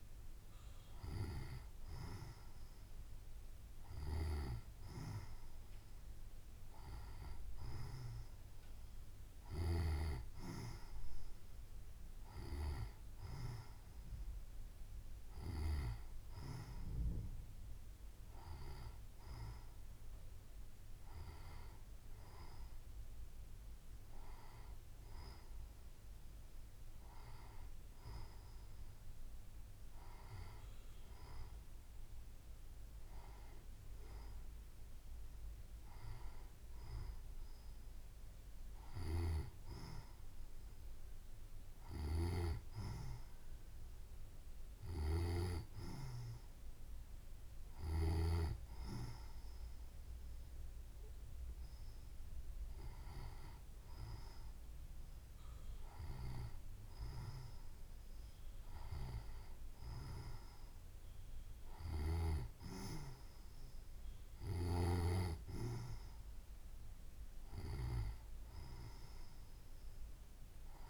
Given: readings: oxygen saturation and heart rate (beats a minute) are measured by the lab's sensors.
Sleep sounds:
breathing in sleep by a room microphone; none
none scored
From the record:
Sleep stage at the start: N2 (light sleep); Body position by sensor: on the right side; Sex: female

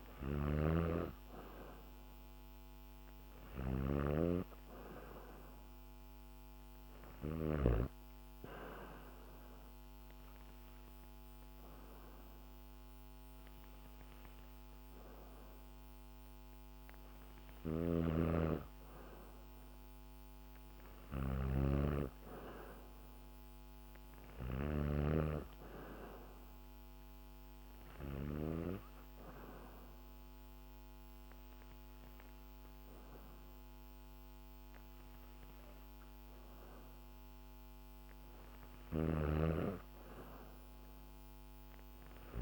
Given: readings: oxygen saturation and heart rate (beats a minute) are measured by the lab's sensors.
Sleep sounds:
breathing in sleep by a microphone on the trachea; 2
0.00-7.00 s: snoring (device-marked)
7.50-18.00 s: hypopnea (oxygen 94% before, 92% lowest, heart rate 72 before, 68 extreme, up 2 after)
17.00-28.00 s: snoring (device-marked)
20.50-23.50 s: arousal
27.00-38.00 s: hypopnea (oxygen 94% before, 92% lowest, heart rate 71 before, 68 extreme, up 0 after)
38.00-42.42 s: snoring (device-marked)
40.00-42.42 s: arousal
From the record:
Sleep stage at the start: N2 (light sleep); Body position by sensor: on the back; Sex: female

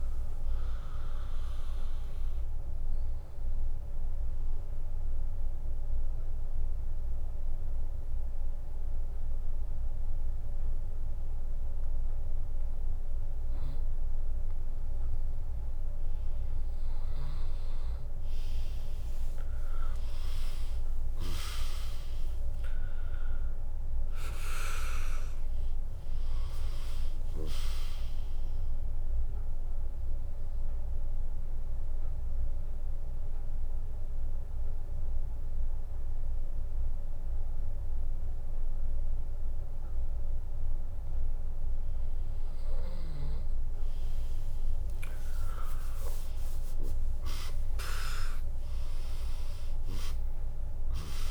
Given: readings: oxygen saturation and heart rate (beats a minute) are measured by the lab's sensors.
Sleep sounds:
breathing in sleep by a room microphone; 2
0.00-12.00 s: drop in pulse transit time (device-marked, heart rate 78 before, 84 extreme)
4.50-15.50 s: mixed apnea (oxygen 99% before, 96% lowest, heart rate 78 before, 60 extreme, up 0 after)
18.00-22.50 s: arousal
25.00-37.00 s: drop in pulse transit time (device-marked, heart rate 74 before, 76 extreme)
29.50-42.00 s: obstructive apnea (oxygen 99% before, 95% lowest, heart rate 73 before, 59 extreme)
44.00-49.00 s: arousal
From the record:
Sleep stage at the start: N2 (light sleep); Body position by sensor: on the right side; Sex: female

